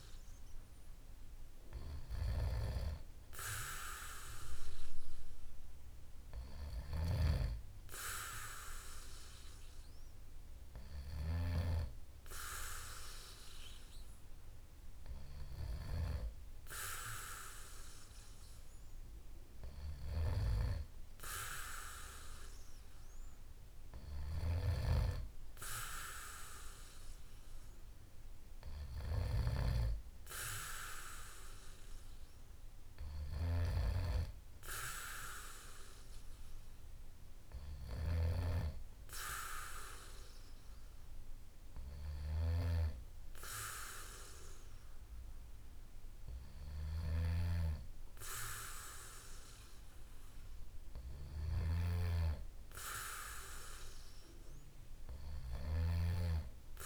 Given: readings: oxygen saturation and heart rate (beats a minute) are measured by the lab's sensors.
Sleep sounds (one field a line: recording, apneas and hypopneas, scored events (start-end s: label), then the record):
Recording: breathing in sleep by a room microphone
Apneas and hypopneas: none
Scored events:
none scored
From the record:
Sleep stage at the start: N2 (light sleep)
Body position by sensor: on the back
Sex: male